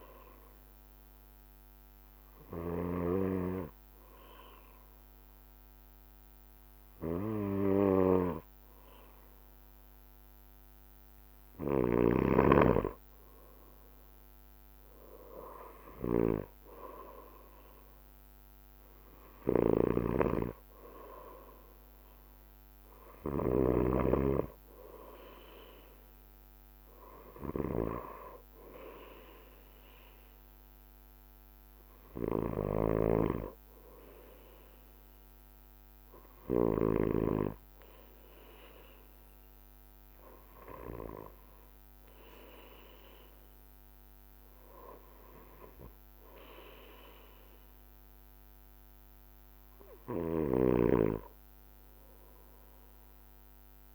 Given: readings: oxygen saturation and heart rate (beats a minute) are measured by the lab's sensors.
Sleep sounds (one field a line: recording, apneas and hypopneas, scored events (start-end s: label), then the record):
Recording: breathing in sleep by a microphone on the trachea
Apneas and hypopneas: none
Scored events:
0.00-53.95 s: bradycardia (device-marked)
From the record:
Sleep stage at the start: N2 (light sleep)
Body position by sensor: on the back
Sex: male